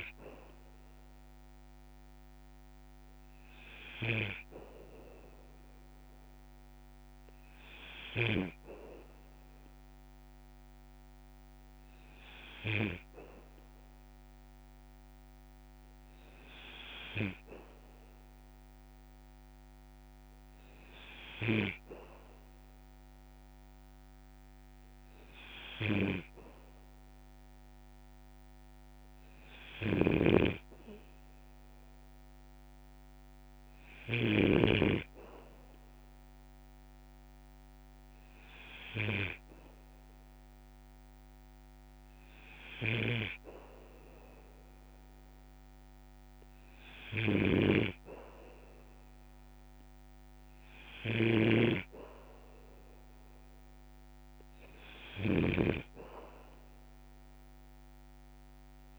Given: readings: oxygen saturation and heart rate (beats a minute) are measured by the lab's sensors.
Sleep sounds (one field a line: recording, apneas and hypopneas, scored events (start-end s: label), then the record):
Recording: breathing in sleep by a microphone on the trachea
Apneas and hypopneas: none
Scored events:
29.50-34.50 s: snoring (device-marked)
42.50-58.99 s: snoring (device-marked)
From the record:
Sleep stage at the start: N2 (light sleep)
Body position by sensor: on the back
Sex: male